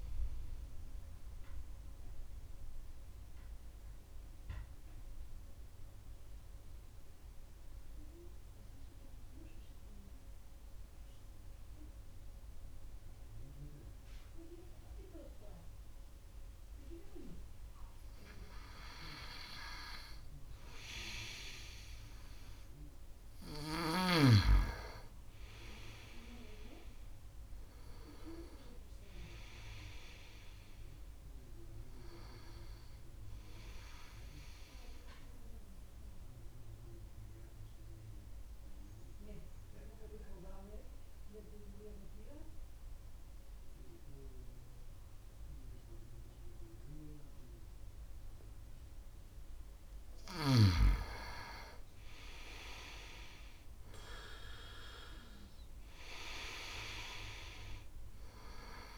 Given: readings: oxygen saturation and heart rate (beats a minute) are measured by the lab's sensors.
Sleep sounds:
breathing in sleep by a room microphone; 2
0.00-13.00 s: oxygen desaturation (device-marked, oxygen 87% lowest, heart rate 59 extreme)
1.00-3.00 s: bradycardia (device-marked, heart rate 69 before, 62 extreme)
1.00-16.00 s: mixed apnea (oxygen 98% before, 87% lowest, heart rate 69 before, 61 extreme, up 3 after)
22.00-47.00 s: oxygen desaturation (device-marked, oxygen 99% before, 88% lowest, heart rate 64 before, 61 extreme)
23.50-29.00 s: arousal
35.00-49.50 s: obstructive apnea (oxygen 99% before, 88% lowest, heart rate 68 before, 61 extreme, up 4 after)
52.00-56.50 s: arousal
53.00-58.98 s: oxygen desaturation (device-marked, oxygen 96% before, 88% lowest, heart rate 68 before, 61 extreme)
From the record:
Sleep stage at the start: N2 (light sleep); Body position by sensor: on the right side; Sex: male

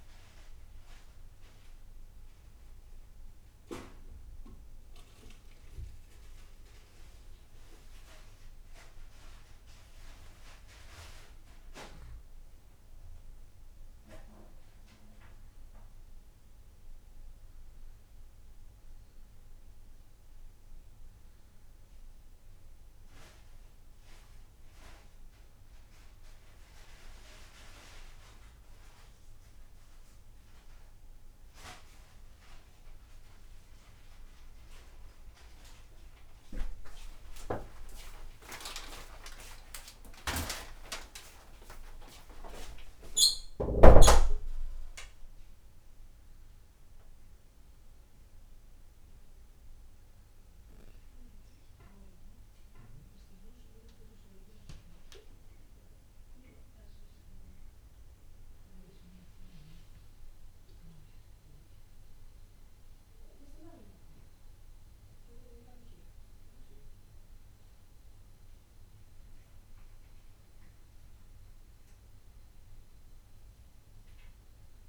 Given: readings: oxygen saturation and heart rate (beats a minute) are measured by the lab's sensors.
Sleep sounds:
a person awake in a sleep study, by a room microphone; none
60.00-74.89 s: new sleep stage, N1 (lightest sleep)
From the record:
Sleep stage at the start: awake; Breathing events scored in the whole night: 286 in 8.8 hours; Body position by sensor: on the back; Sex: male

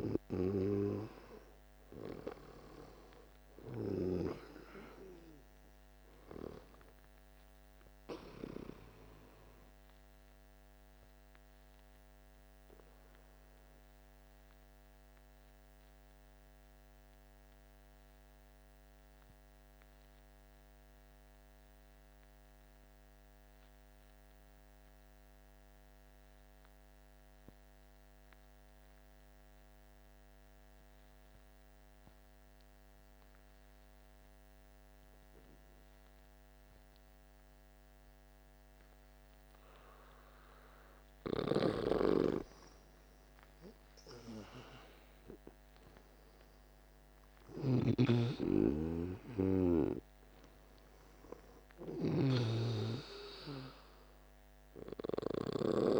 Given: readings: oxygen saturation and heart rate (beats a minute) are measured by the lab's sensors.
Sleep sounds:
breathing in sleep by a microphone on the trachea; 1
0.00-17.50 s: oxygen desaturation (device-marked, oxygen 83% lowest, heart rate 51 extreme)
9.50-41.00 s: mixed apnea (oxygen 96% before, 83% lowest, heart rate 64 before, 48 extreme, up 12 after)
33.50-56.00 s: oxygen desaturation (device-marked, oxygen 99% before, 88% lowest, heart rate 51 before, 48 extreme)
43.50-48.00 s: arousal
47.50-56.00 s: snoring (device-marked)
From the record:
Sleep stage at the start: N2 (light sleep); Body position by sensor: on the back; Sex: male

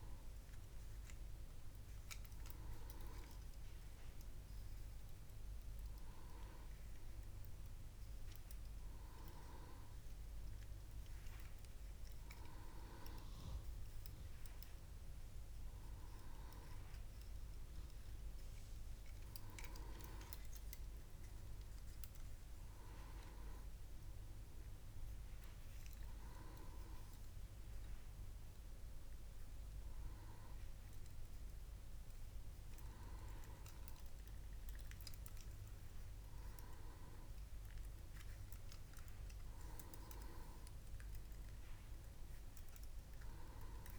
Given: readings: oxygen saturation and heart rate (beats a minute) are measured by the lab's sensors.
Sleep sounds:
breathing in sleep by a room microphone; none
none scored
From the record:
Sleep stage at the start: N2 (light sleep); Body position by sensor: on the back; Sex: male

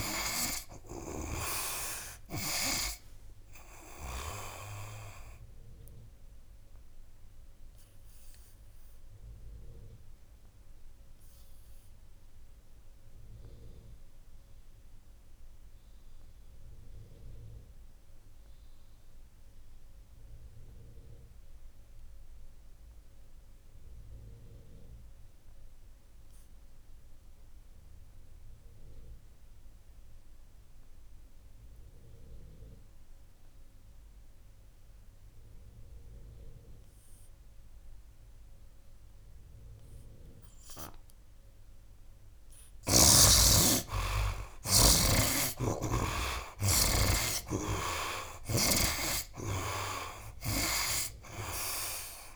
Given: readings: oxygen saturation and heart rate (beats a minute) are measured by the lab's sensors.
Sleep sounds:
breathing in sleep by a room microphone; 1
0.00-1.00 s: snoring (device-marked)
0.00-19.00 s: oxygen desaturation (device-marked, oxygen 42% lowest, heart rate 76 extreme)
6.00-41.50 s: obstructive apnea (oxygen 75% before, 42% lowest, heart rate 89 before, 76 extreme, up 19 after)
21.00-52.36 s: oxygen desaturation (device-marked, oxygen 96% before, 49% lowest, heart rate 89 before, 69 extreme)
44.50-49.50 s: arousal
48.00-51.50 s: snoring (device-marked)
From the record:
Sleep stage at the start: REM sleep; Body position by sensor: on the right side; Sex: male

